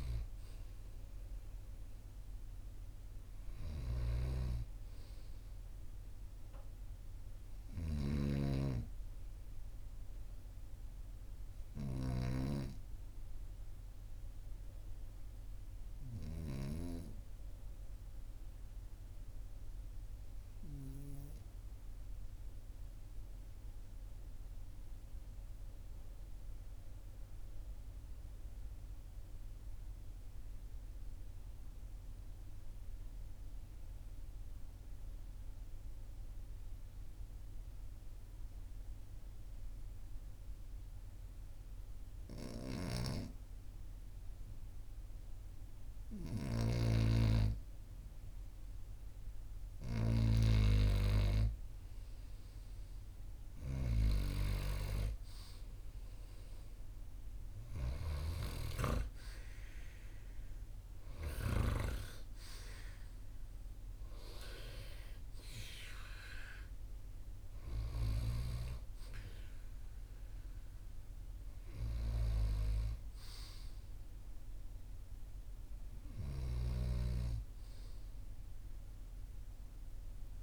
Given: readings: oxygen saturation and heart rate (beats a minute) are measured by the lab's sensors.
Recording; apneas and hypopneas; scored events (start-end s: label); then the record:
breathing in sleep by a room microphone; 1
0.00-12.00 s: snoring (device-marked)
19.00-44.00 s: obstructive apnea (oxygen 97% before, 94% lowest, heart rate 41 before, 41 extreme, up 2 after)
42.00-58.00 s: snoring (device-marked)
46.50-50.00 s: arousal
76.00-80.43 s: snoring (device-marked)
From the record:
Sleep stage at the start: N2 (light sleep); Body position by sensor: on the right side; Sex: male